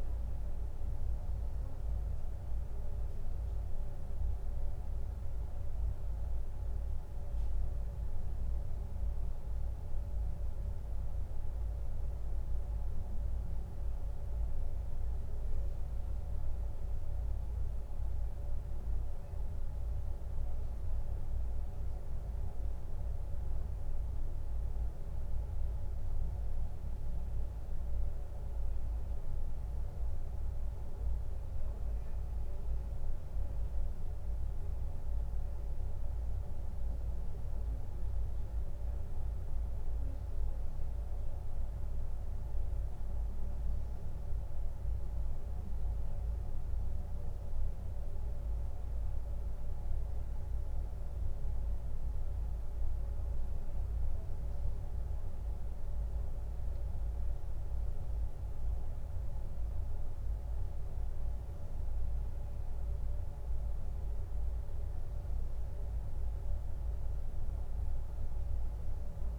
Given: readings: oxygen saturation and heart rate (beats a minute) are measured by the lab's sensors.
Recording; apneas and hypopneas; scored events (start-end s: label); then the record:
breathing in sleep, hard to hear, by a room microphone; none
none scored
From the record:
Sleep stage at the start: N2 (light sleep); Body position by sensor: on the back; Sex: male